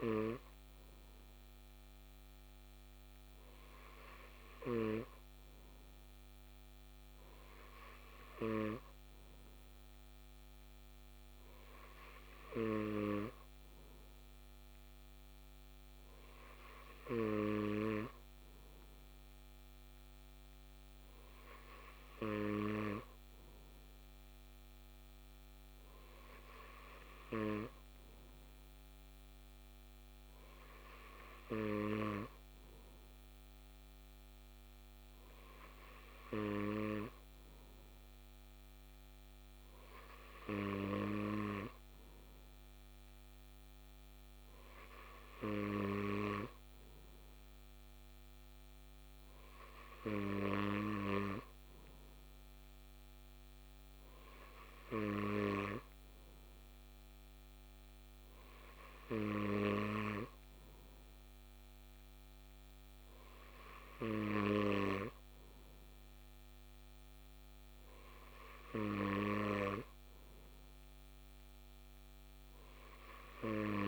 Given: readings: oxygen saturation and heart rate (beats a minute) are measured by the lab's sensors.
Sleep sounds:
breathing in sleep by a microphone on the trachea; none
none scored
From the record:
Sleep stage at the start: N2 (light sleep); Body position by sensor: on the left side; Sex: male

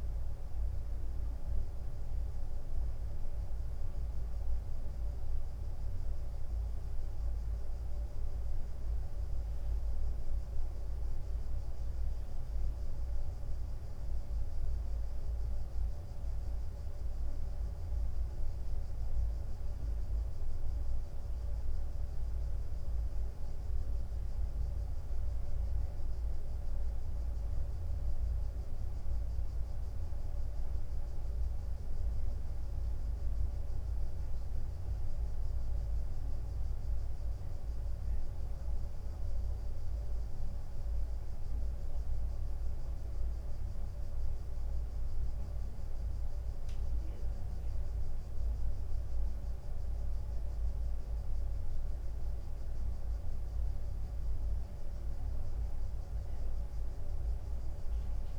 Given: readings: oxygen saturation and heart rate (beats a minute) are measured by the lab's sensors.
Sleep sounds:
breathing in sleep, hard to hear, by a room microphone; none
42.00-58.39 s: oxygen desaturation (device-marked, oxygen 97% before, 93% lowest, heart rate 98 before, 98 extreme)
From the record:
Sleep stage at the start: N1 (lightest sleep); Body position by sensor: on the right side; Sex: male

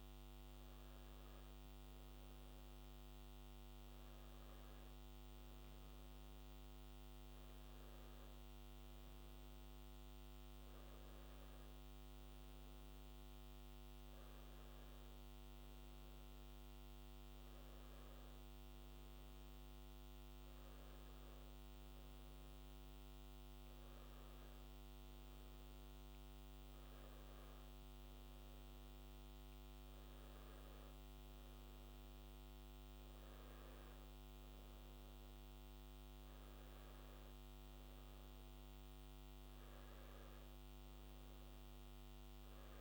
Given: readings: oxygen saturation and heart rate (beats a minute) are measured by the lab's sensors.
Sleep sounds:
breathing in sleep, hard to hear, by a microphone on the trachea; none
none scored
From the record:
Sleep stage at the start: N2 (light sleep); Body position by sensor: on the back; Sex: male

